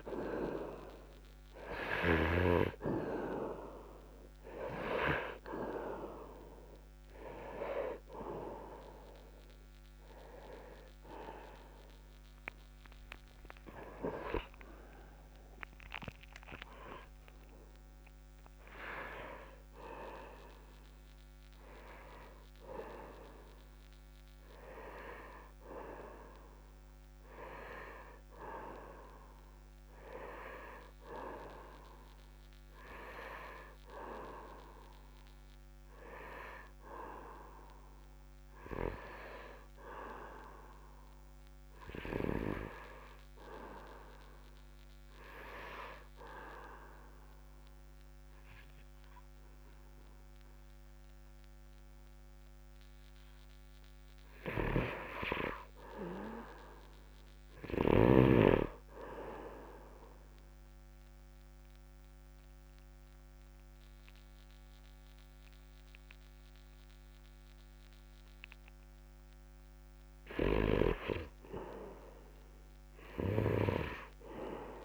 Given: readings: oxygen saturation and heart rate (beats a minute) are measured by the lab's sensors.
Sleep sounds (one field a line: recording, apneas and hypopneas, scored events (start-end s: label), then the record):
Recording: breathing in sleep by a microphone on the trachea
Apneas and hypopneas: 1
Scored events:
0.00-1.50 s: arousal
0.00-2.50 s: snoring (device-marked)
0.00-33.50 s: oxygen desaturation (device-marked, oxygen 64% lowest, heart rate 59 extreme)
16.50-46.50 s: new sleep stage, N1 (lightest sleep)
46.50-74.85 s: new sleep stage, N2 (light sleep)
60.00-70.00 s: obstructive apnea (oxygen 98% before, 89% lowest, heart rate 73 before, 69 extreme, up 0 after)
63.50-74.85 s: oxygen desaturation (device-marked, oxygen 96% before, 89% lowest, heart rate 72 before, 68 extreme)
70.50-74.85 s: snoring (device-marked)
71.50-74.85 s: arousal
From the record:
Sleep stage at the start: N2 (light sleep)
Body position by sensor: upright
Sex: male